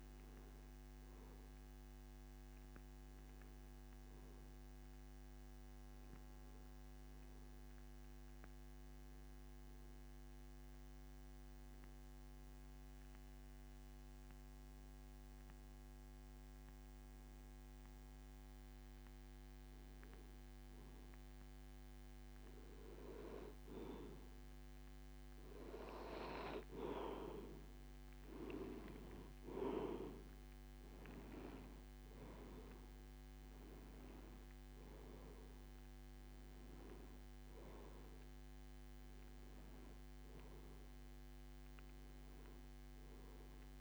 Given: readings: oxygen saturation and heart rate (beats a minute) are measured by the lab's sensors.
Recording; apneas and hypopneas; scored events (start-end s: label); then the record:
breathing in sleep by a microphone on the trachea; 1
1.00-5.00 s: arousal
9.50-20.50 s: hypopnea (oxygen 94% before, 91% lowest)
29.00-34.00 s: arousal
From the record:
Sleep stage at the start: N2 (light sleep); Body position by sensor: on the back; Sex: male